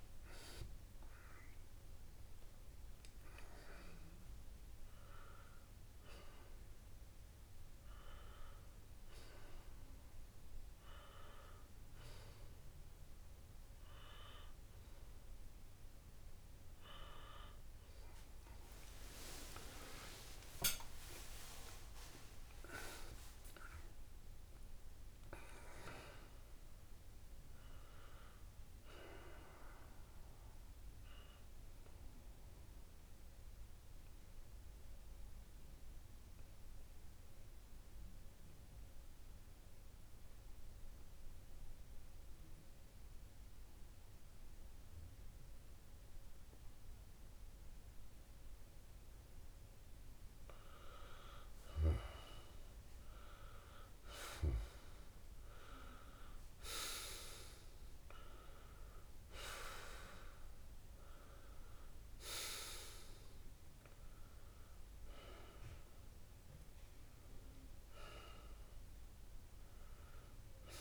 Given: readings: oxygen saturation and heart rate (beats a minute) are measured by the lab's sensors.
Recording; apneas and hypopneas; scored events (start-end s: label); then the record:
a person partly awake in a sleep study, by a room microphone; 1
0.00-1.50 s: tachycardia (device-marked)
2.50-4.50 s: long interval between heartbeats (device-marked, heart rate 106 before, 117 extreme)
4.50-6.50 s: long interval between heartbeats (device-marked, heart rate 113 before, 91 extreme)
7.50-9.50 s: long interval between heartbeats (device-marked, heart rate 117 before, 57 extreme)
19.50-49.50 s: new sleep stage, N2 (light sleep)
33.00-51.50 s: obstructive apnea (oxygen 99% before, 95% lowest)
49.50-70.81 s: new sleep stage, N1 (lightest sleep)
54.50-58.50 s: arousal
From the record:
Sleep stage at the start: awake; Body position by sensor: on the back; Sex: male